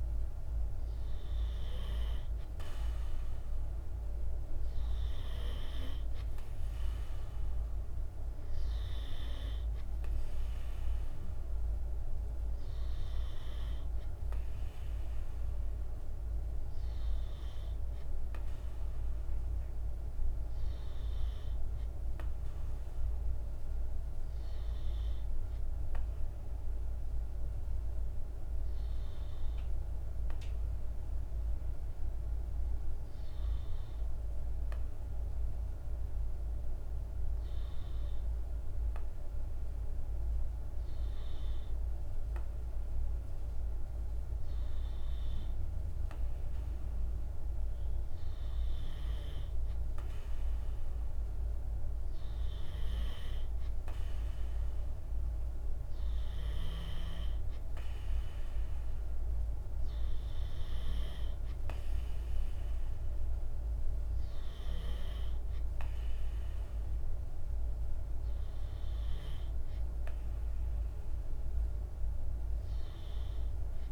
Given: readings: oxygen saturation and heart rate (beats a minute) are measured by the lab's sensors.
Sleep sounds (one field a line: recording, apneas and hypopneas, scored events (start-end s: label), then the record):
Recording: breathing in sleep, hard to hear, by a room microphone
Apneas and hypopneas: none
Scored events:
0.00-10.00 s: oxygen desaturation (device-marked, oxygen 94% lowest)
From the record:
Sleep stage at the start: N2 (light sleep)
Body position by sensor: on the right side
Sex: male